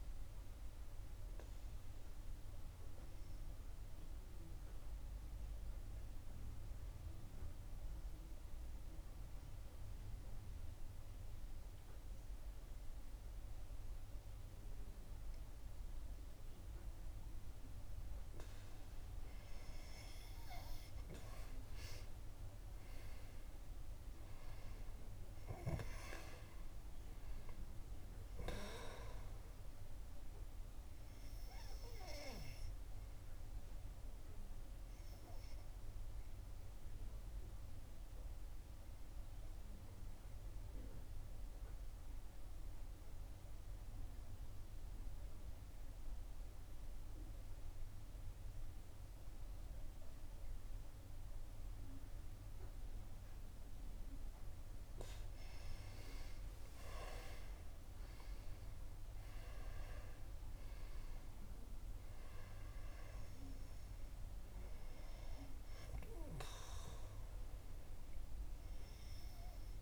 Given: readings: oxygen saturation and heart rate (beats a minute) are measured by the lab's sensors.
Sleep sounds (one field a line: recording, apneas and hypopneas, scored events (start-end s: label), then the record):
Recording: breathing in sleep by a room microphone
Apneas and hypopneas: 2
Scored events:
1.00-18.50 s: obstructive apnea (oxygen 92% before, 90% lowest, heart rate 63 before, 53 extreme, up 13 after)
22.00-26.50 s: arousal
38.00-55.00 s: obstructive apnea (oxygen 96% before, 88% lowest, heart rate 63 before, 54 extreme, up 12 after)
41.00-54.00 s: oxygen desaturation (device-marked, oxygen 95% before, 91% lowest, heart rate 63 before, 54 extreme)
56.00-60.50 s: arousal
64.00-69.82 s: oxygen desaturation (device-marked, oxygen 96% before, 88% lowest, heart rate 61 before, 54 extreme)
From the record:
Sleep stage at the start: N2 (light sleep)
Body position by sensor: on the back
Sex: female